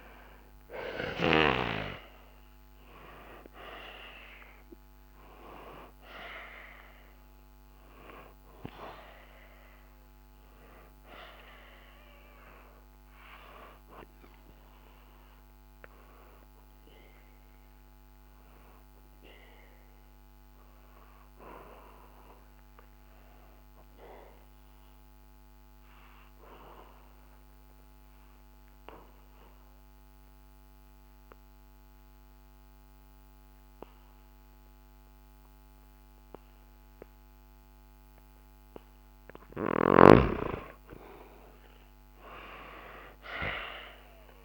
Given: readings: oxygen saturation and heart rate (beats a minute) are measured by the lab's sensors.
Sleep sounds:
breathing in sleep by a microphone on the trachea; 1
0.00-4.50 s: arousal
4.50-17.50 s: oxygen desaturation (device-marked, oxygen 96% before, 91% lowest, heart rate 64 before, 63 extreme)
13.00-39.00 s: obstructive apnea (oxygen 96% before, 91% lowest, heart rate 71 before, 63 extreme, up 12 after)
41.50-44.45 s: arousal
From the record:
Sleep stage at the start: REM sleep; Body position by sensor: on the back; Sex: male

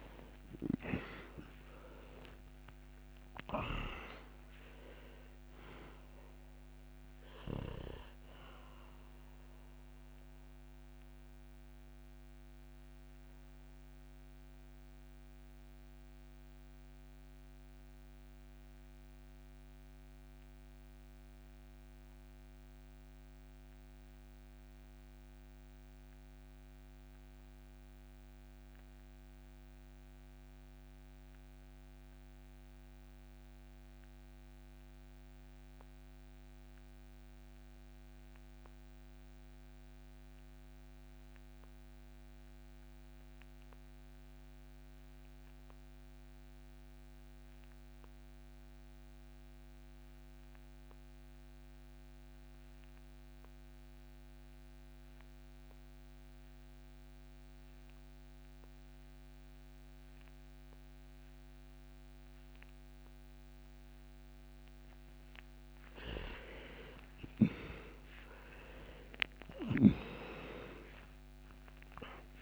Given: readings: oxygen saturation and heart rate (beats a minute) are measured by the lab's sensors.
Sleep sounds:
breathing in sleep by a microphone on the trachea; 1
0.00-2.00 s: arousal
0.00-30.00 s: oxygen desaturation (device-marked, oxygen 76% lowest, heart rate 47 extreme)
10.50-66.00 s: obstructive apnea (oxygen 94% before, 74% lowest)
48.00-72.42 s: oxygen desaturation (device-marked, oxygen 98% before, 74% lowest)
68.00-72.42 s: arousal
From the record:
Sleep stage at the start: REM sleep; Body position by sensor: on the back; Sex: male

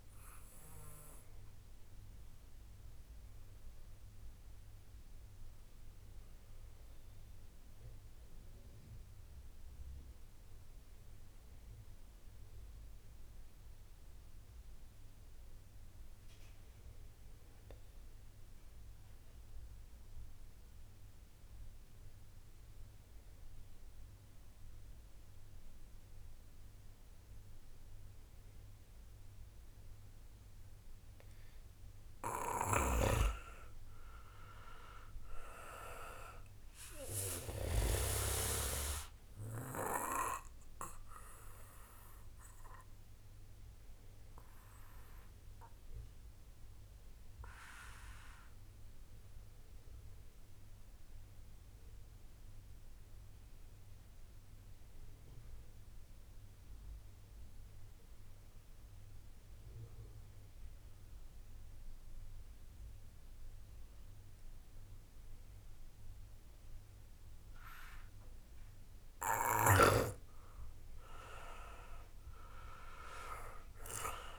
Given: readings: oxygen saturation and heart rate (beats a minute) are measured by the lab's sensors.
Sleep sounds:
breathing in sleep by a room microphone; 2
0.00-11.00 s: oxygen desaturation (device-marked, oxygen 90% lowest, heart rate 52 extreme)
1.00-31.50 s: obstructive apnea (oxygen 97% before, 88% lowest, heart rate 57 before, 57 extreme, up 4 after)
32.50-35.00 s: arousal
33.00-59.00 s: oxygen desaturation (device-marked, oxygen 96% before, 90% lowest, heart rate 62 before, 26 extreme)
42.50-69.50 s: obstructive apnea (oxygen 97% before, 88% lowest, heart rate 60 before, 26 extreme, up 2 after)
69.00-74.39 s: oxygen desaturation (device-marked, oxygen 97% before, 88% lowest, heart rate 64 before, 26 extreme)
72.00-74.39 s: arousal
From the record:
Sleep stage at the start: N2 (light sleep); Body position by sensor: on the back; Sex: male

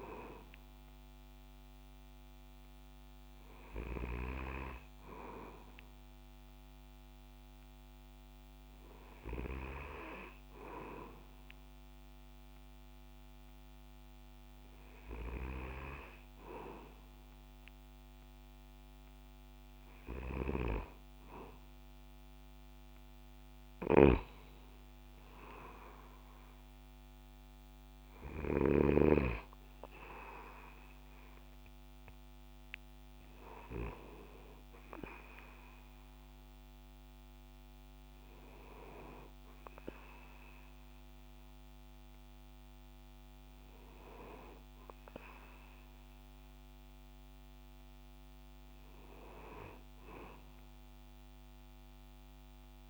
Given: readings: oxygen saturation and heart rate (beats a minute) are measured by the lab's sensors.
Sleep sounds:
breathing in sleep by a microphone on the trachea; none
23.50-29.00 s: snoring (device-marked)
From the record:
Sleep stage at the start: N2 (light sleep); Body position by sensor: on the back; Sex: male

